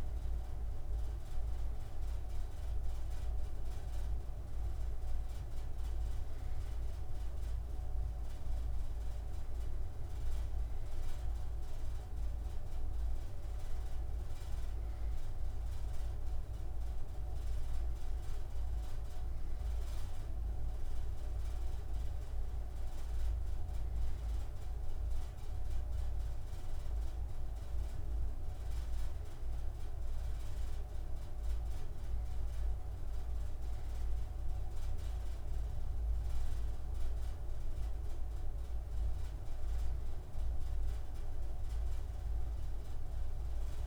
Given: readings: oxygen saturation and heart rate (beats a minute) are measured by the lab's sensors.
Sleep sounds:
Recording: breathing in sleep, hard to hear, by a room microphone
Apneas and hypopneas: none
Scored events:
none scored
From the record:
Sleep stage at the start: N2 (light sleep)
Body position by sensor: on the right side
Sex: male

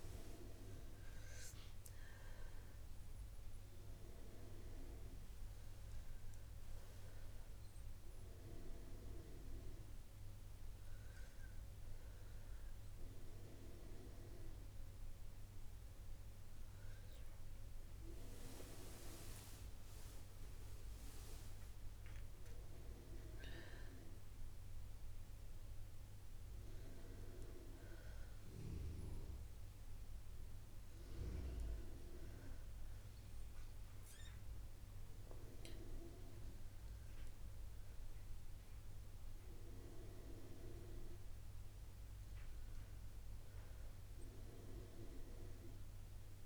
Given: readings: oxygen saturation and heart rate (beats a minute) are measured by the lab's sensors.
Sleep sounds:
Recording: a person partly awake in a sleep study, by a room microphone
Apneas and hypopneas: none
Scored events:
23.00-46.46 s: new sleep stage, N1 (lightest sleep)
From the record:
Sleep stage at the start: awake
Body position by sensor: on the back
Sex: female

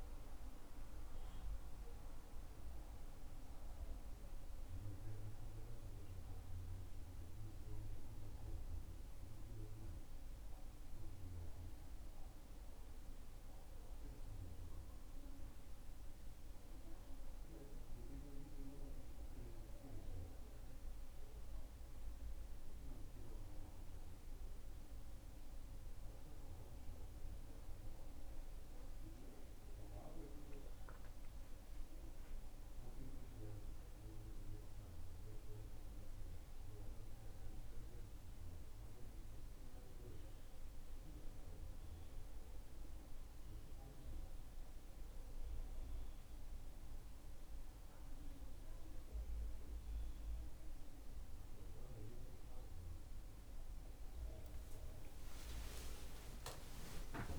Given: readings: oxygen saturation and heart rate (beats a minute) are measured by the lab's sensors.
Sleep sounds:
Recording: breathing in sleep by a room microphone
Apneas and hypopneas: none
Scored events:
49.50-57.39 s: new sleep stage, awake
From the record:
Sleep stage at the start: N1 (lightest sleep)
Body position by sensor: on the back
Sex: male

